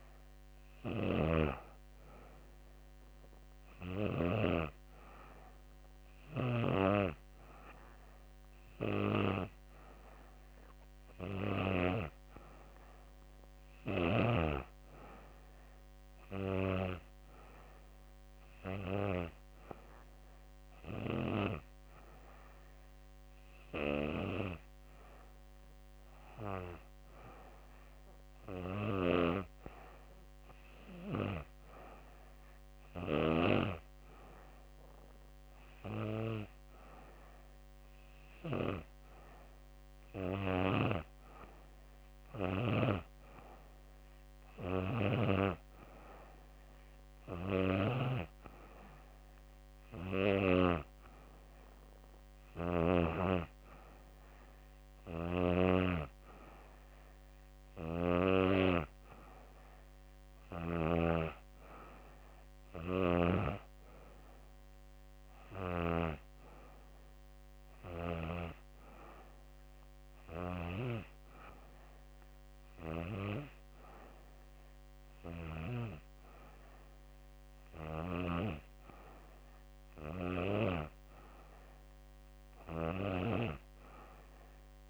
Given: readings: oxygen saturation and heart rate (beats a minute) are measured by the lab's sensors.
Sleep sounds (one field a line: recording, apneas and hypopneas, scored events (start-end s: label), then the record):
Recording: breathing in sleep by a microphone on the trachea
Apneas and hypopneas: none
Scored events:
none scored
From the record:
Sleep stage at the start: N2 (light sleep)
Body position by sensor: on the back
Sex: female